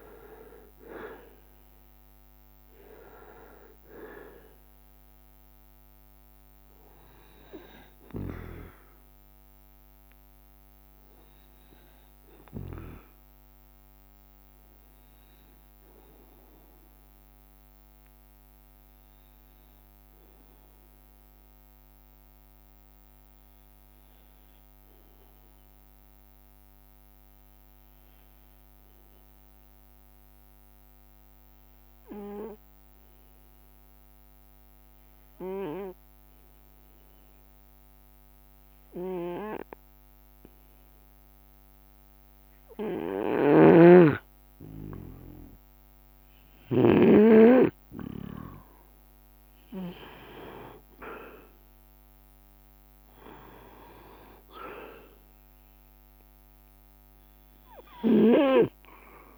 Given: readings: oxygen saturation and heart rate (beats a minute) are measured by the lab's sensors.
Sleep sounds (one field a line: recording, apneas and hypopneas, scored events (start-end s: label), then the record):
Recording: breathing in sleep by a microphone on the trachea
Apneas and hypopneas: 1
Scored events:
0.00-7.00 s: drop in pulse transit time (device-marked, heart rate 68 extreme)
0.00-23.00 s: oxygen desaturation (device-marked, oxygen 91% lowest, heart rate 62 extreme)
0.50-2.00 s: leg movement (device-marked)
18.00-20.00 s: long interval between heartbeats (device-marked, heart rate 67 before, 80 extreme)
19.00-43.00 s: obstructive apnea (oxygen 97% before, 92% lowest, heart rate 67 before, 62 extreme, up 5 after)
34.00-37.50 s: leg movement (device-marked)
42.00-43.50 s: leg movement (device-marked)
43.50-47.50 s: snoring (device-marked)
44.00-48.00 s: arousal
44.00-59.38 s: oxygen desaturation (device-marked, oxygen 98% before, 92% lowest, heart rate 66 before, 64 extreme)
45.50-49.00 s: leg movement (device-marked)
46.00-59.38 s: drop in pulse transit time (device-marked, heart rate 65 before, 67 extreme)
50.50-52.50 s: leg movement (device-marked)
From the record:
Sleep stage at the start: N2 (light sleep)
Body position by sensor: on the right side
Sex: male